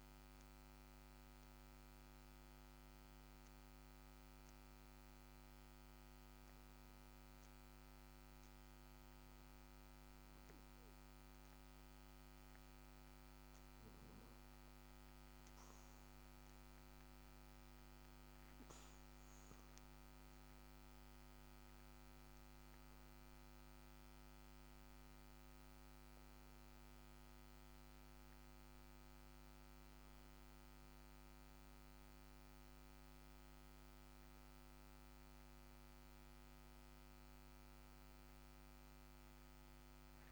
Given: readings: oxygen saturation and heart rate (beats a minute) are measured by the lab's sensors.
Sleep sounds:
breathing in sleep, hard to hear, by a microphone on the trachea; 1
2.00-14.50 s: hypopnea (oxygen 95% before, 91% lowest, heart rate 61 before, 56 extreme, up 2 after)
31.00-40.32 s: new sleep stage, awake
From the record:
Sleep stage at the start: N2 (light sleep); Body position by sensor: on the back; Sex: male

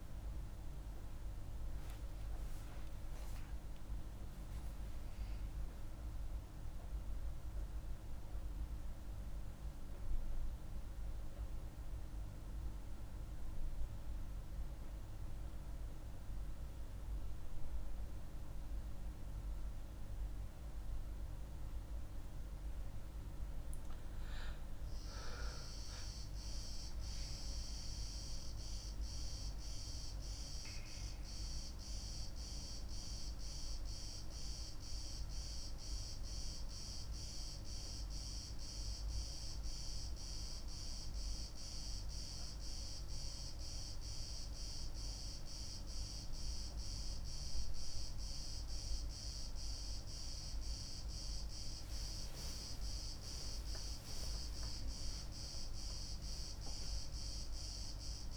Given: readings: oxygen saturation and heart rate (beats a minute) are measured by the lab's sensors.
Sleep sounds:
a person awake in a sleep study, hard to hear, by a room microphone; none
none scored
From the record:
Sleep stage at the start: awake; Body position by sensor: on the left side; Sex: female

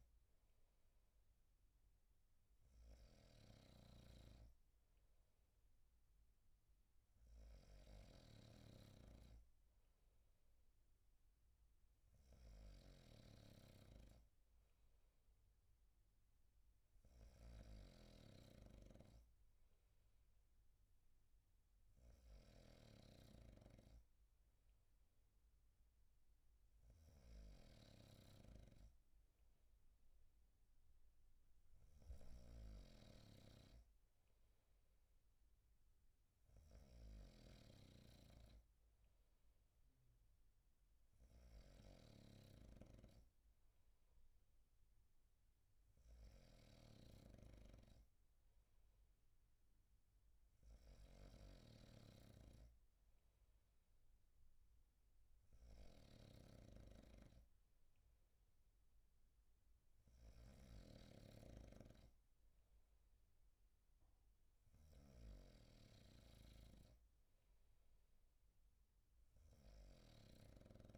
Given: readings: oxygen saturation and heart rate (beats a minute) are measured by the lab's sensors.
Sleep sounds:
breathing in sleep by a room microphone; none
0.00-70.98 s: snoring (device-marked)
From the record:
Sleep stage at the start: N2 (light sleep); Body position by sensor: on the right side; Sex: male

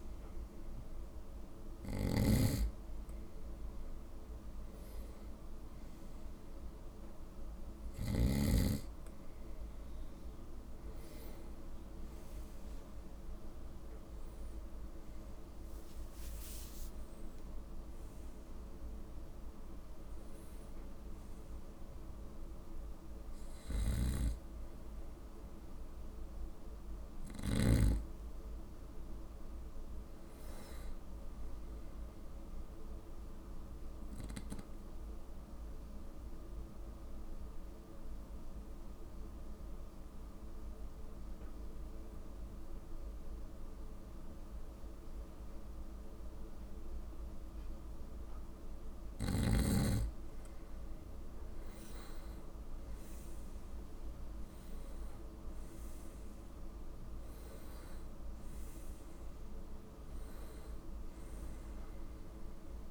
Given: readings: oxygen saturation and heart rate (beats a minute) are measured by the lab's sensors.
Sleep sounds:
breathing in sleep by a room microphone; 1
0.00-8.50 s: snoring (device-marked)
0.00-10.50 s: oxygen desaturation (device-marked, oxygen 91% lowest, heart rate 55 extreme)
15.50-19.50 s: arousal
23.50-27.50 s: snoring (device-marked)
33.00-48.50 s: obstructive apnea (oxygen 97% before, 94% lowest, heart rate 57 before, 55 extreme, up 7 after)
50.50-54.50 s: arousal
From the record:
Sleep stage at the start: N2 (light sleep); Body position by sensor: on the right side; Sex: male

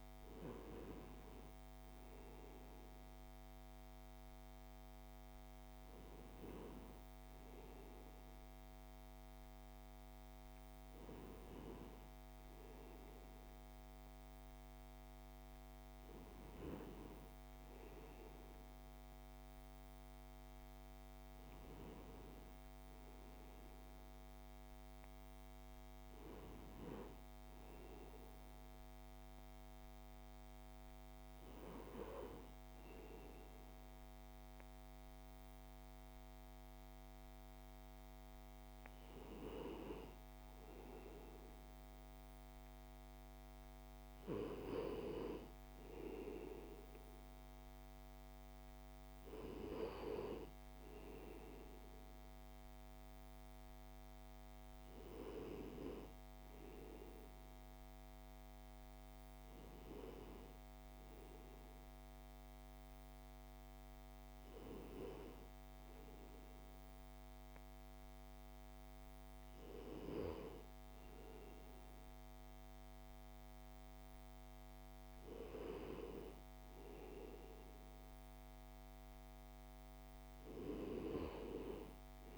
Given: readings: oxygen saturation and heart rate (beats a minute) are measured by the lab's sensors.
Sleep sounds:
breathing in sleep by a microphone on the trachea; none
none scored
From the record:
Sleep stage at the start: N1 (lightest sleep); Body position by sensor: on the left side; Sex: male

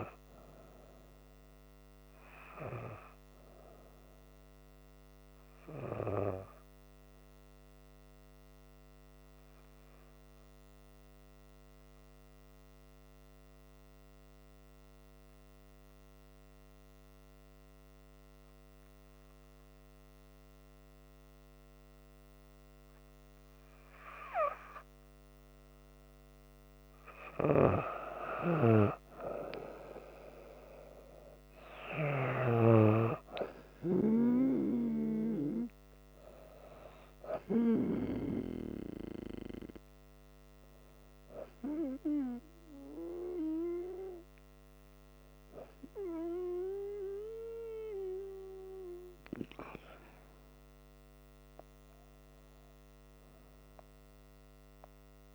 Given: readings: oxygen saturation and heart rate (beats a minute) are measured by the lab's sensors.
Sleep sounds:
breathing in sleep by a microphone on the trachea; 2
0.00-15.00 s: oxygen desaturation (device-marked, oxygen 91% lowest, heart rate 63 extreme)
5.00-26.00 s: hypopnea (oxygen 98% before, 91% lowest, heart rate 73 before, 63 extreme, up 3 after)
27.50-29.00 s: arousal
28.00-50.00 s: oxygen desaturation (device-marked, oxygen 98% before, 92% lowest, heart rate 65 before, 64 extreme)
37.00-50.00 s: hypopnea (oxygen 98% before, 92% lowest, heart rate 67 before, 64 extreme, up 5 after)
53.00-55.35 s: arousal
From the record:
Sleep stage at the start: N2 (light sleep); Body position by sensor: on the back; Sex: female

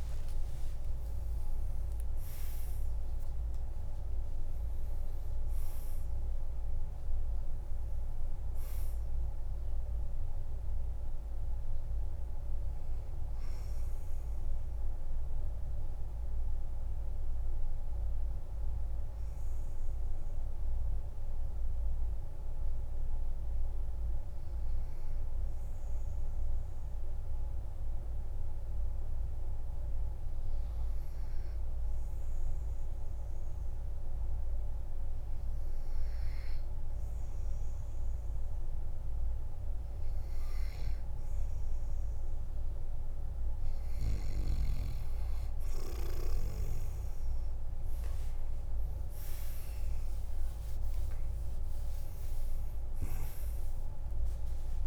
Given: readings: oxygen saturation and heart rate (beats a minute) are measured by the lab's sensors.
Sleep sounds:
breathing in sleep, hard to hear, by a room microphone; 1
0.00-7.00 s: oxygen desaturation (device-marked, oxygen 94% lowest, heart rate 43 extreme)
16.50-42.50 s: obstructive apnea (oxygen 98% before, 93% lowest, heart rate 57 before, 44 extreme, up 12 after)
41.00-54.87 s: oxygen desaturation (device-marked, oxygen 99% before, 93% lowest, heart rate 47 before, 46 extreme)
49.00-53.50 s: arousal
From the record:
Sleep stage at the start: N2 (light sleep); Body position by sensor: on the back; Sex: male

